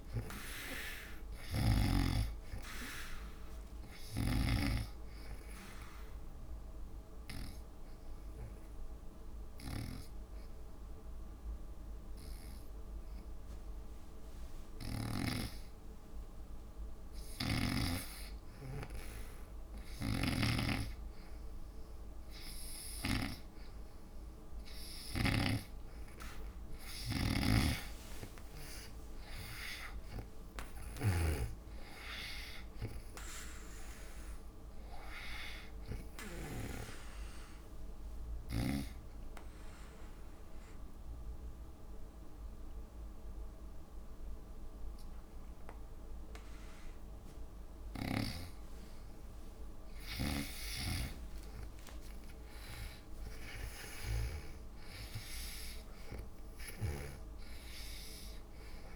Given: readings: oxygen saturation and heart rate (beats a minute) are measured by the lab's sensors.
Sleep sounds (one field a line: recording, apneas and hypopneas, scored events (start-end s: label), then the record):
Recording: breathing in sleep by a room microphone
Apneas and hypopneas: 2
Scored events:
0.00-5.00 s: snoring (device-marked)
0.00-16.00 s: oxygen desaturation (device-marked, oxygen 85% lowest)
7.50-17.50 s: obstructive apnea (oxygen 92% before, 85% lowest)
20.00-37.00 s: snoring (device-marked)
24.00-45.00 s: oxygen desaturation (device-marked, oxygen 96% before, 87% lowest)
27.50-32.00 s: arousal
39.00-49.50 s: obstructive apnea (oxygen 96% before, 79% lowest)
52.00-56.00 s: arousal
57.00-58.96 s: oxygen desaturation (device-marked, oxygen 96% before, 90% lowest)
From the record:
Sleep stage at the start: N2 (light sleep)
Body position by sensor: on the back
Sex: female